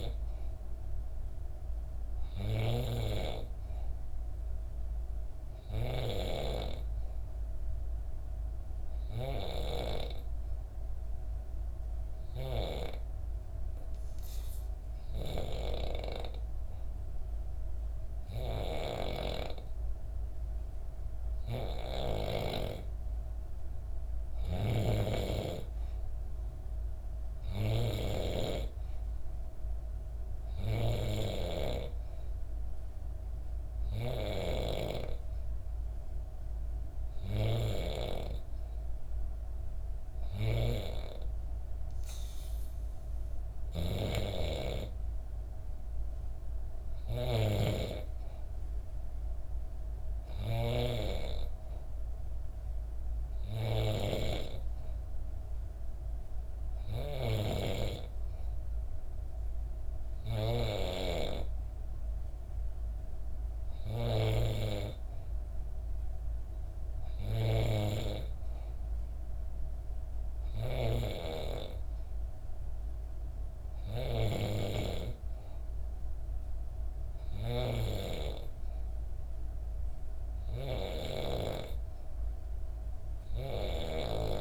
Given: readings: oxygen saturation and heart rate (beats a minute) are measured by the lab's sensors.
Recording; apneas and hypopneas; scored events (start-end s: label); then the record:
breathing in sleep by a room microphone; 1
10.50-22.00 s: obstructive apnea (oxygen 94% before, 90% lowest, heart rate 65 before, 65 extreme, up 1 after)
19.50-84.41 s: new sleep stage, N3 (deep sleep)
24.00-27.50 s: arousal
24.00-28.00 s: snoring (device-marked)
29.50-43.50 s: oxygen desaturation (device-marked, oxygen 94% before, 90% lowest, heart rate 65 before, 64 extreme)
43.00-50.50 s: snoring (device-marked)
70.00-74.00 s: snoring (device-marked)
80.50-84.00 s: snoring (device-marked)
From the record:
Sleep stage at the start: N2 (light sleep); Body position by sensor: on the back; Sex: female